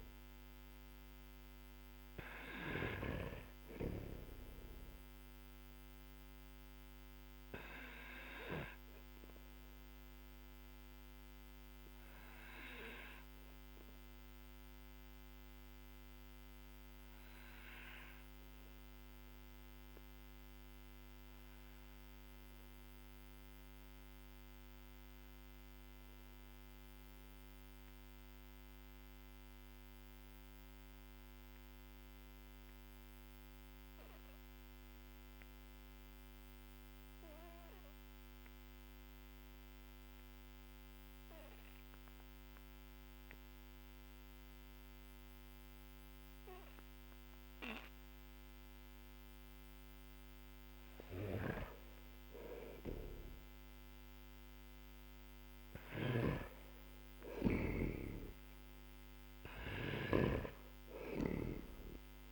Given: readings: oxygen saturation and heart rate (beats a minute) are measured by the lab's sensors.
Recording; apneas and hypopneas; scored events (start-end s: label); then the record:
breathing in sleep by a microphone on the trachea; 1
0.00-2.50 s: snoring (device-marked)
0.00-30.50 s: oxygen desaturation (device-marked, oxygen 93% lowest, heart rate 46 extreme)
16.00-50.50 s: mixed apnea (oxygen 98% before, 91% lowest, heart rate 49 before, 42 extreme, up 6 after)
52.00-62.32 s: snoring (device-marked)
55.50-60.00 s: arousal
From the record:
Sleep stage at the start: N2 (light sleep); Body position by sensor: on the back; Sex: male